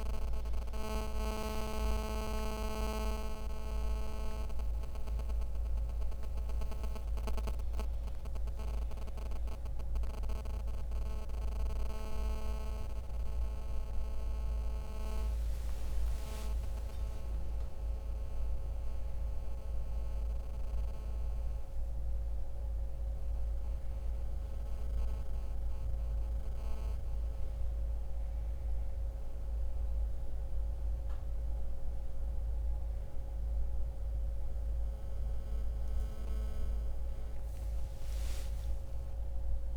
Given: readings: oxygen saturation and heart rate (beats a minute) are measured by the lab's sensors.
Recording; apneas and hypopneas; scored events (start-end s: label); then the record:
a person awake in a sleep study, by a room microphone; none
none scored
From the record:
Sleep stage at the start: awake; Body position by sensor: on the back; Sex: male